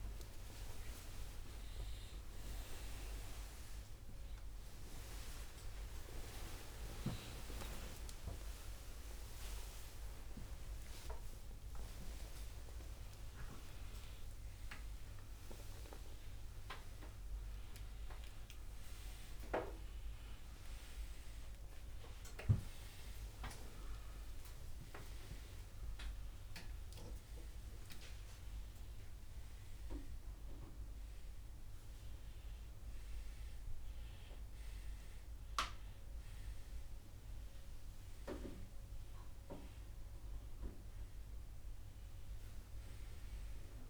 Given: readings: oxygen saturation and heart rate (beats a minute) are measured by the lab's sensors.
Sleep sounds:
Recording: a person awake in a sleep study, by a room microphone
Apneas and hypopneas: none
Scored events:
21.00-34.00 s: oxygen desaturation (device-marked, oxygen 100% before, 96% lowest, heart rate 87 before, 76 extreme)
From the record:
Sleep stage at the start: awake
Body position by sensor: on the front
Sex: male

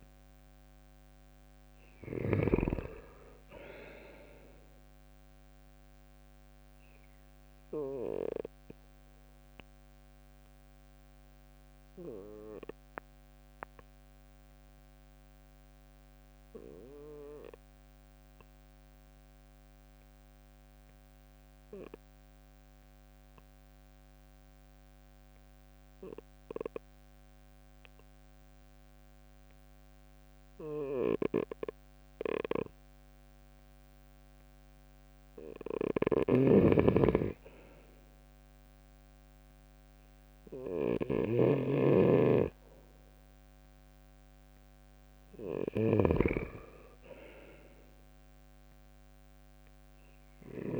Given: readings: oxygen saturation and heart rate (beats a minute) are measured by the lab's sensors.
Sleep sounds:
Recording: breathing in sleep by a microphone on the trachea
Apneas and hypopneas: 1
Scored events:
0.00-2.00 s: snoring (device-marked)
7.50-34.00 s: obstructive apnea (oxygen 96% before, 93% lowest, heart rate 72 before, 65 extreme, up 4 after)
20.50-36.50 s: oxygen desaturation (device-marked, oxygen 97% before, 93% lowest, heart rate 68 before, 65 extreme)
35.50-50.50 s: snoring (device-marked)
37.50-42.00 s: arousal
From the record:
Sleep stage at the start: REM sleep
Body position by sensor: on the right side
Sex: male

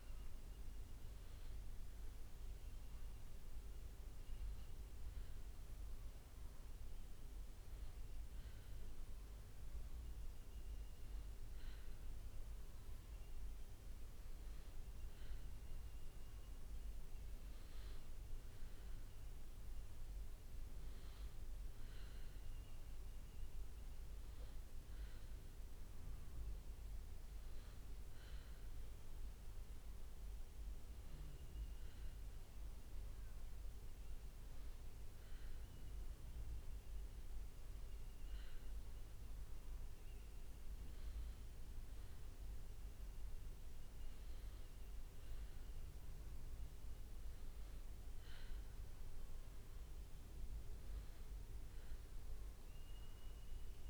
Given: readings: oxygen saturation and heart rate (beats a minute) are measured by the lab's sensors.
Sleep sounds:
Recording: breathing in sleep, hard to hear, by a room microphone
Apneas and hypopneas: none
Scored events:
none scored
From the record:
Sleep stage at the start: N1 (lightest sleep)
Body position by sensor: on the back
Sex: male

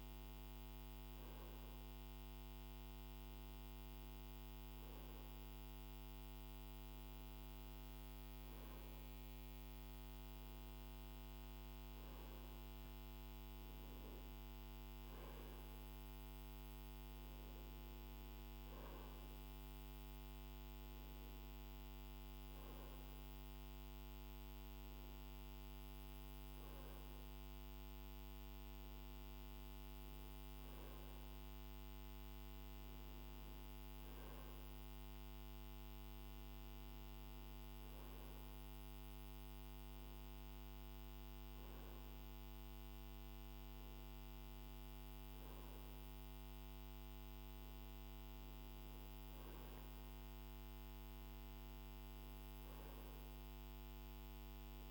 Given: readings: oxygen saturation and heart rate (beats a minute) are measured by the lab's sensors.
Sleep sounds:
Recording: breathing in sleep, hard to hear, by a microphone on the trachea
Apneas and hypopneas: none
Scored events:
none scored
From the record:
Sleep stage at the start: N2 (light sleep)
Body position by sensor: on the right side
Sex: male

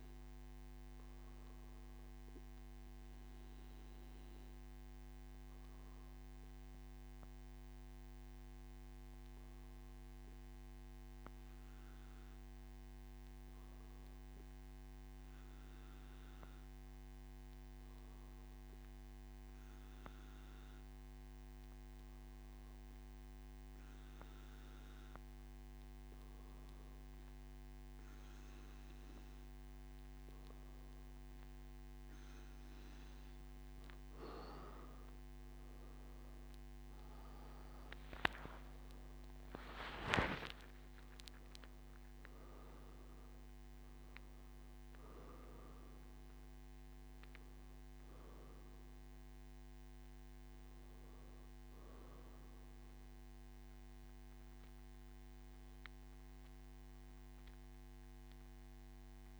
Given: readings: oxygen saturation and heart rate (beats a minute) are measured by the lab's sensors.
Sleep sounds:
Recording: breathing in sleep, hard to hear, by a microphone on the trachea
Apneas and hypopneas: none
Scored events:
none scored
From the record:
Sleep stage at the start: N2 (light sleep)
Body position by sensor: on the back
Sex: male

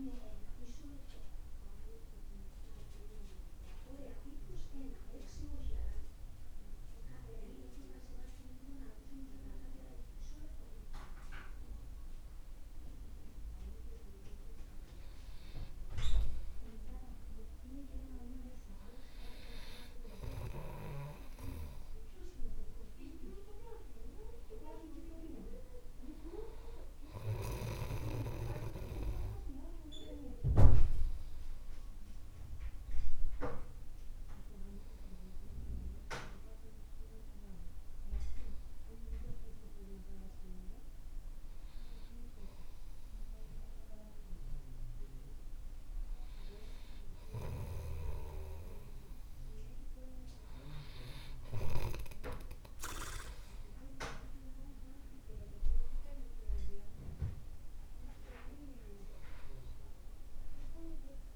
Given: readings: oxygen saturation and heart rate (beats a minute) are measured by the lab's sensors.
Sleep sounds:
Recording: breathing in sleep by a room microphone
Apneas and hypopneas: 2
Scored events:
1.00-16.50 s: obstructive apnea (oxygen 96% before, 89% lowest, heart rate 52 before, 49 extreme, up 3 after)
12.50-61.36 s: new sleep stage, N2 (light sleep)
16.50-25.50 s: oxygen desaturation (device-marked, oxygen 95% before, 89% lowest, heart rate 51 before, 50 extreme)
21.50-26.00 s: arousal
33.50-46.50 s: obstructive apnea (oxygen 96% before, 92% lowest, heart rate 52 before, 50 extreme, up 4 after)
47.50-52.50 s: snoring (device-marked)
53.00-57.50 s: arousal
From the record:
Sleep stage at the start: N1 (lightest sleep)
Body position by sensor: on the right side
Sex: male

